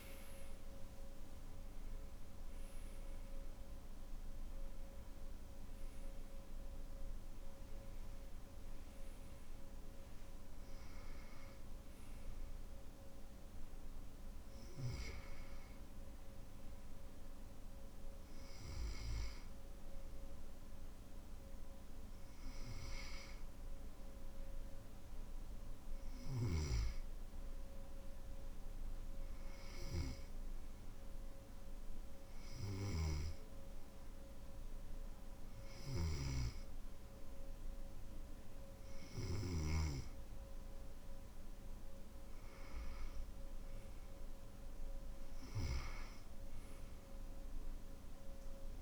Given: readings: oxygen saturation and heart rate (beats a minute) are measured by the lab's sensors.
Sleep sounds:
breathing in sleep by a room microphone; none
none scored
From the record:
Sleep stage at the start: N2 (light sleep); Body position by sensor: on the back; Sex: male

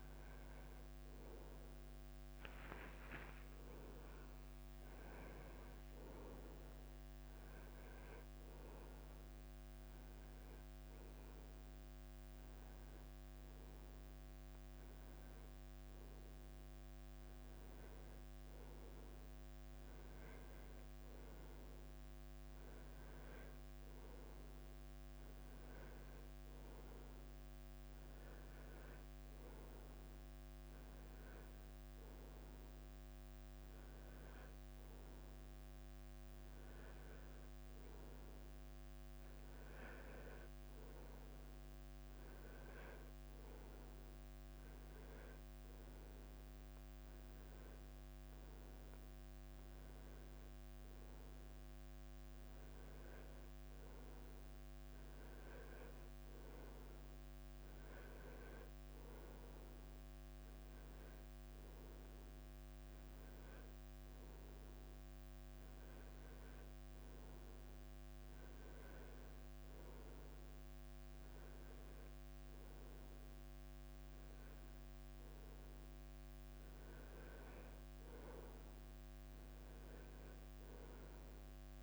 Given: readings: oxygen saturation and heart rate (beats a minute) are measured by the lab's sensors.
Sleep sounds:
a person awake in a sleep study, hard to hear, by a microphone on the trachea; 1
10.00-20.50 s: hypopnea (oxygen 98% before, 94% lowest, heart rate 99 before, 97 extreme, up 0 after)
22.50-25.00 s: arousal
From the record:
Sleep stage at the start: awake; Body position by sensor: on the right side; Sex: male

